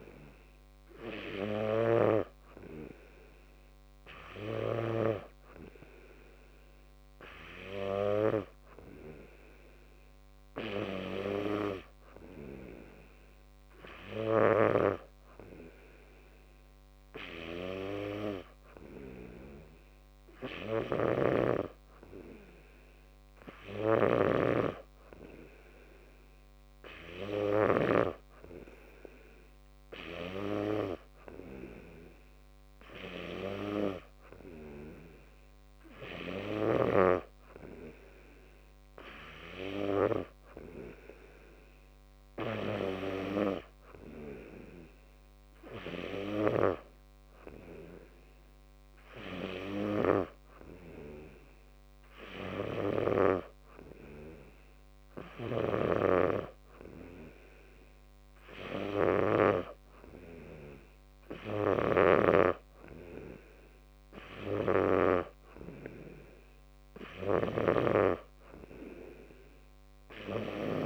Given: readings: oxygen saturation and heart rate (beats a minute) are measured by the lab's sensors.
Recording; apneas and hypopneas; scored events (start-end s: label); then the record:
breathing in sleep by a microphone on the trachea; none
none scored
From the record:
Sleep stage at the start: N2 (light sleep); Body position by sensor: on the back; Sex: male